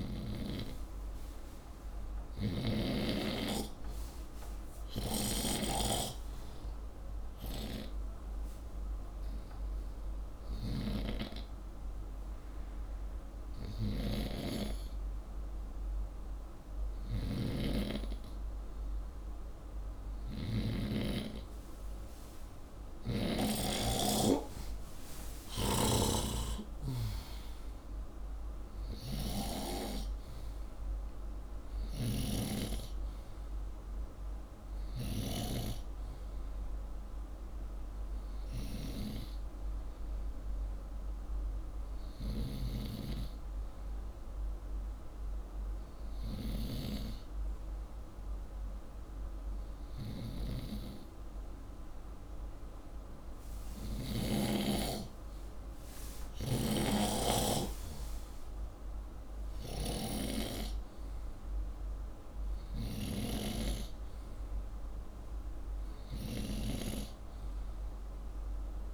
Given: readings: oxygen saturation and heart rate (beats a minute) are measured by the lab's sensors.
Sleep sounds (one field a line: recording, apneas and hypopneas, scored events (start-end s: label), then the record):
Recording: breathing in sleep by a room microphone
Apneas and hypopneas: none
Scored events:
0.00-5.50 s: snoring (device-marked)
13.50-20.50 s: snoring (device-marked)
30.00-49.00 s: oxygen desaturation (device-marked, oxygen 94% before, 91% lowest, heart rate 68 before, 63 extreme)
From the record:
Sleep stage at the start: N2 (light sleep)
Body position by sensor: upright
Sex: male